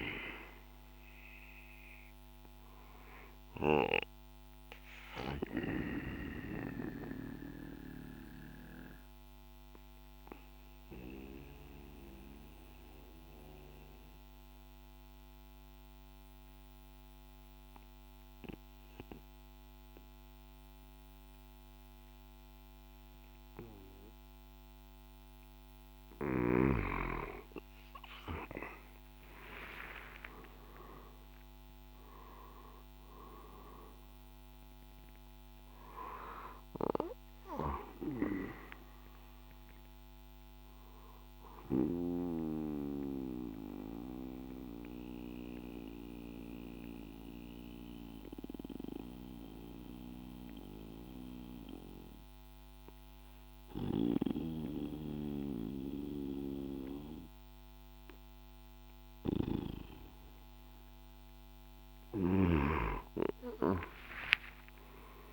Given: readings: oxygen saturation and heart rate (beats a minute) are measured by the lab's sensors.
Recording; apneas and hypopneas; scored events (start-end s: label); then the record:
breathing in sleep by a microphone on the trachea; 2
1.50-20.50 s: oxygen desaturation (device-marked, oxygen 97% before, 90% lowest, heart rate 57 before, 53 extreme)
4.00-25.50 s: obstructive apnea (oxygen 98% before, 89% lowest, heart rate 58 before, 51 extreme, up 10 after)
29.00-34.50 s: arousal
32.50-41.50 s: drop in pulse transit time (device-marked, heart rate 55 before, 57 extreme)
36.50-56.50 s: oxygen desaturation (device-marked, oxygen 97% before, 89% lowest, heart rate 57 before, 51 extreme)
41.50-61.00 s: obstructive apnea (oxygen 98% before, 89% lowest, heart rate 59 before, 51 extreme, up 7 after)
62.50-65.33 s: arousal
From the record:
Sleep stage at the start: N2 (light sleep); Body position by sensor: on the right side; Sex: male